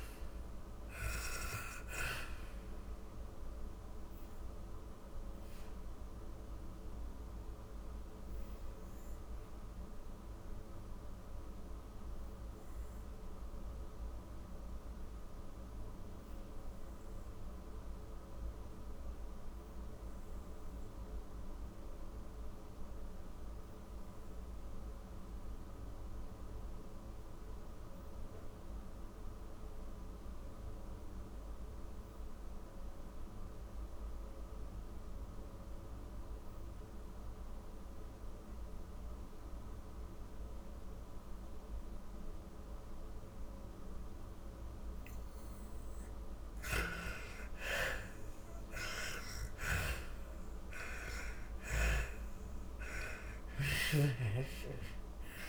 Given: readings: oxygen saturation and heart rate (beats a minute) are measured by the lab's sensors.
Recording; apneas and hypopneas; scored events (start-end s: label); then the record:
breathing in sleep by a room microphone; 1
0.00-20.50 s: oxygen desaturation (device-marked, oxygen 74% lowest, heart rate 44 extreme)
2.50-44.50 s: obstructive apnea (oxygen 97% before, 74% lowest, heart rate 75 before, 38 extreme, up 51 after)
37.50-55.49 s: oxygen desaturation (device-marked, oxygen 97% before, 75% lowest, heart rate 54 before, 38 extreme)
46.00-50.50 s: arousal
From the record:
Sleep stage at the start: N2 (light sleep); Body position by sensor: on the back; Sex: female